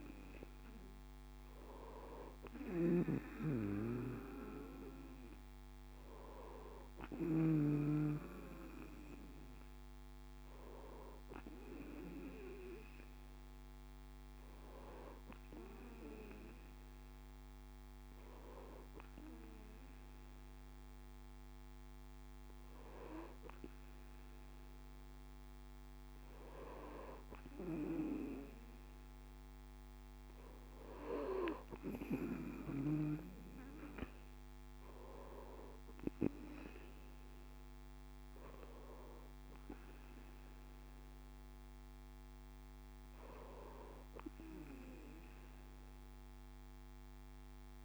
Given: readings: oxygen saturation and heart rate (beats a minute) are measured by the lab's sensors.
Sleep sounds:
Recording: breathing in sleep by a microphone on the trachea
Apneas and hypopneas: none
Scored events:
none scored
From the record:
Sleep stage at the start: N2 (light sleep)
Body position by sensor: on the right side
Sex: male

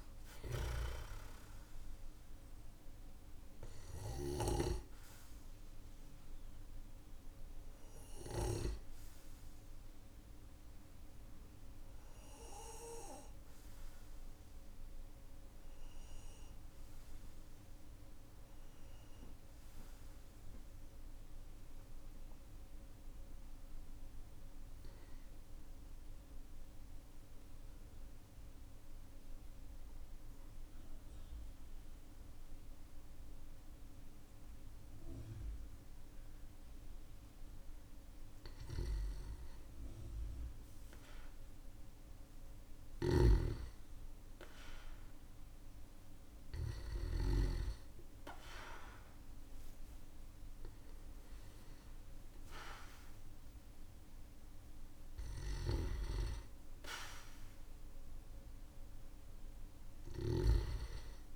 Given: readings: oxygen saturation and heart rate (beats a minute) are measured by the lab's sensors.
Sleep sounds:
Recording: breathing in sleep by a room microphone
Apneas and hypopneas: 1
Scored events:
0.00-4.00 s: snoring (device-marked)
3.50-36.50 s: obstructive apnea (oxygen 97% before, 94% lowest, heart rate 53 before, 43 extreme, up 9 after)
38.50-43.00 s: arousal
42.50-47.00 s: snoring (device-marked)
52.00-61.36 s: oxygen desaturation (device-marked, oxygen 98% before, 94% lowest, heart rate 55 before, 45 extreme)
55.00-61.36 s: snoring (device-marked)
From the record:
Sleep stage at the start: N2 (light sleep)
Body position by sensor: on the back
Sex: male

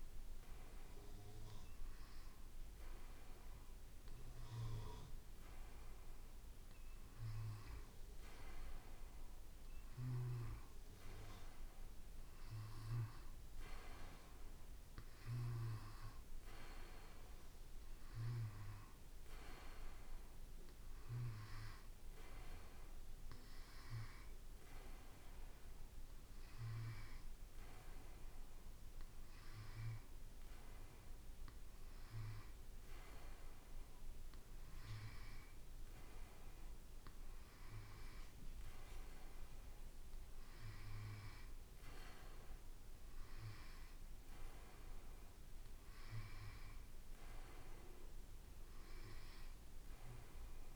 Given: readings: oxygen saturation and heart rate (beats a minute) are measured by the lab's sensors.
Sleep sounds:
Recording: breathing in sleep by a room microphone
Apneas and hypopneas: none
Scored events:
none scored
From the record:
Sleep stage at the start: N2 (light sleep)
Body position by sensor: on the back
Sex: male

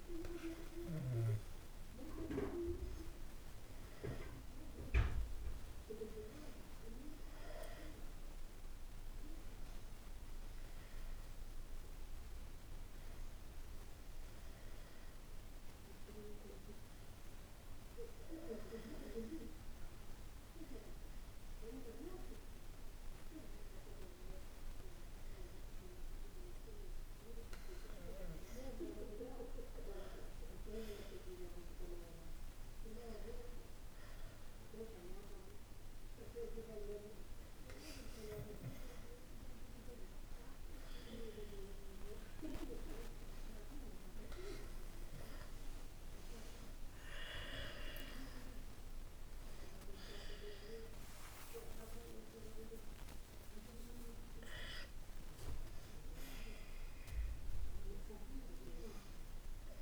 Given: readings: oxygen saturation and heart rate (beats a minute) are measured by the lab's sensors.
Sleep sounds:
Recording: breathing in sleep by a room microphone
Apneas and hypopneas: none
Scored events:
49.00-55.50 s: arousal
From the record:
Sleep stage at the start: N1 (lightest sleep)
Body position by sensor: on the back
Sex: male

